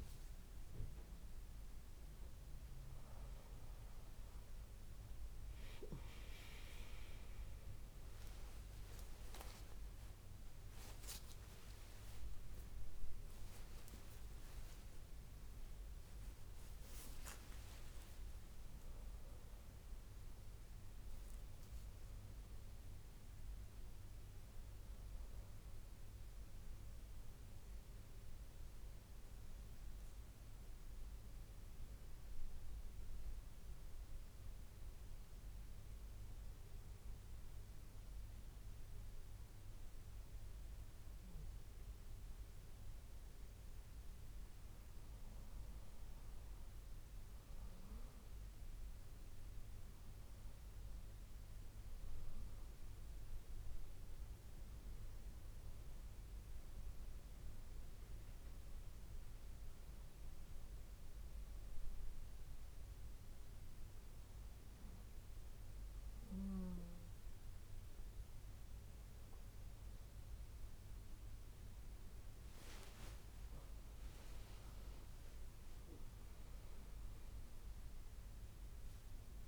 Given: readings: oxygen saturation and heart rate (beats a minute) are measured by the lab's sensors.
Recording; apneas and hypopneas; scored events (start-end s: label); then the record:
a person partly awake in a sleep study, hard to hear, by a room microphone; 2
34.50-46.00 s: obstructive apnea (oxygen 97% before, 95% lowest, heart rate 74 before, 69 extreme, up 2 after)
35.00-79.48 s: new sleep stage, N1 (lightest sleep)
50.00-54.00 s: arousal
59.50-71.00 s: hypopnea (oxygen 99% before, 95% lowest, heart rate 70 before, 67 extreme, up 42 after)
73.00-79.00 s: arousal
From the record:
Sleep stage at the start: awake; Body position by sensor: on the back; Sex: female